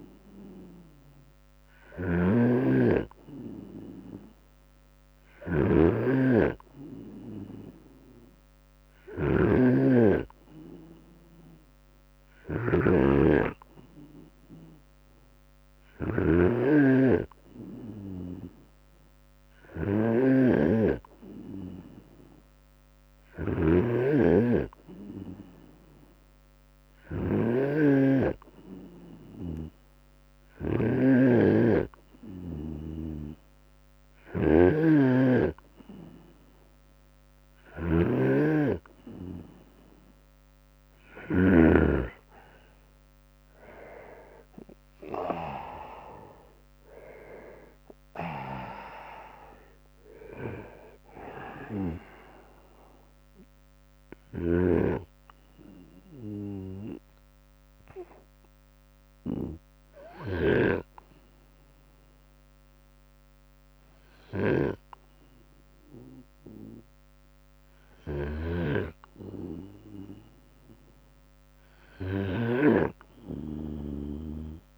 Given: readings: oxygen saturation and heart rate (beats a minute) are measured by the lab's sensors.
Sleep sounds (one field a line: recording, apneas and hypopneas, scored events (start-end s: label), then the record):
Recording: breathing in sleep by a microphone on the trachea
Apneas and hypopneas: 1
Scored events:
0.00-41.00 s: snoring (device-marked)
3.00-5.00 s: long interval between heartbeats (device-marked, heart rate 73 before, 77 extreme)
25.50-27.50 s: long interval between heartbeats (device-marked, heart rate 74 before, 82 extreme)
33.50-35.50 s: long interval between heartbeats (device-marked, heart rate 74 before, 75 extreme)
40.00-57.00 s: drop in pulse transit time (device-marked, heart rate 76 before, 72 extreme)
46.50-51.00 s: arousal
55.00-67.50 s: hypopnea (oxygen 94% before, 93% lowest, heart rate 77 before, 69 extreme, up 5 after)
69.00-73.00 s: arousal
From the record:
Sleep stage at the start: N2 (light sleep)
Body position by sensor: on the right side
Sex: male